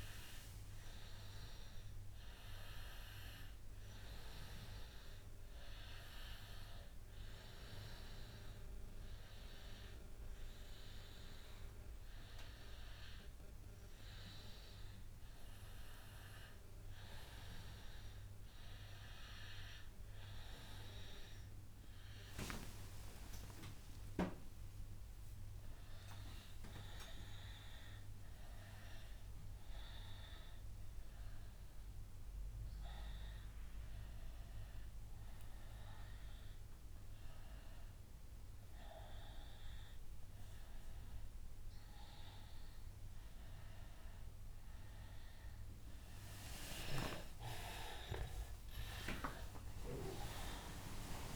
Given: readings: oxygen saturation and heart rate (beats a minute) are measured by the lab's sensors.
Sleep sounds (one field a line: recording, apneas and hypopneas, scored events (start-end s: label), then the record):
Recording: a person partly awake in a sleep study, by a room microphone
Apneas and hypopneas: none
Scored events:
27.00-51.36 s: new sleep stage, awake
From the record:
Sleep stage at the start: N1 (lightest sleep)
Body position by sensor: on the right side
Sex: male